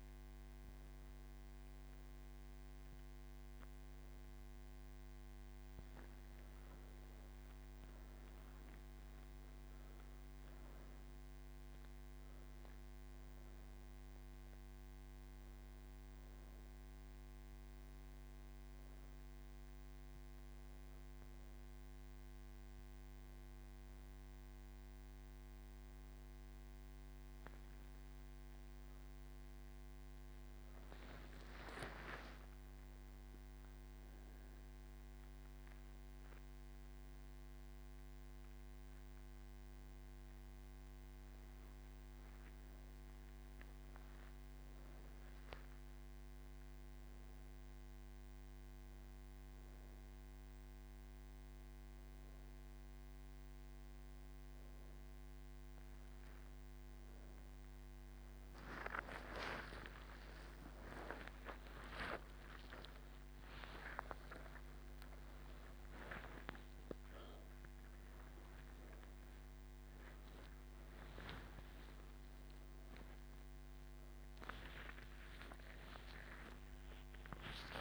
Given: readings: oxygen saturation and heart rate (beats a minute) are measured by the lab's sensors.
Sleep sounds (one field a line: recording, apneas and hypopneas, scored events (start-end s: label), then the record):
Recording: breathing in sleep by a microphone on the trachea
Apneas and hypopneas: 1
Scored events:
16.50-31.00 s: obstructive apnea (oxygen 98% before, 93% lowest)
35.50-49.50 s: oxygen desaturation (device-marked, oxygen 97% before, 94% lowest)
From the record:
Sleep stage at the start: N1 (lightest sleep)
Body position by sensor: on the back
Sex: female